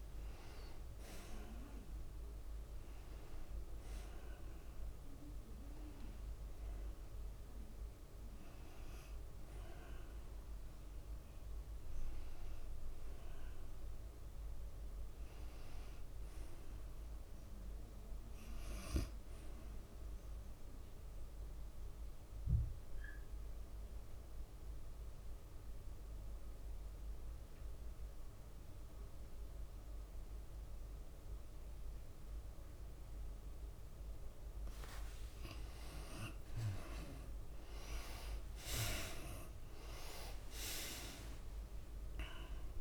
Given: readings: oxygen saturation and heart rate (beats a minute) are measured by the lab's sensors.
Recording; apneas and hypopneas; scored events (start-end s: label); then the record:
breathing in sleep by a room microphone; 1
0.00-2.00 s: arousal
0.00-12.00 s: drop in pulse transit time (device-marked, heart rate 100 extreme)
0.00-17.00 s: oxygen desaturation (device-marked, oxygen 66% lowest, heart rate 67 extreme)
0.00-23.00 s: tachycardia (device-marked, heart rate 107 extreme)
22.50-35.00 s: mixed apnea (oxygen 98% before, 80% lowest, heart rate 104 before, 94 extreme, up 8 after)
36.50-40.00 s: arousal
38.00-42.81 s: oxygen desaturation (device-marked, oxygen 96% before, 81% lowest, heart rate 99 before, 89 extreme)
39.00-42.81 s: tachycardia (device-marked, heart rate 98 before, 104 extreme)
From the record:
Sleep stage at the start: N2 (light sleep); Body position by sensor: on the right side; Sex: female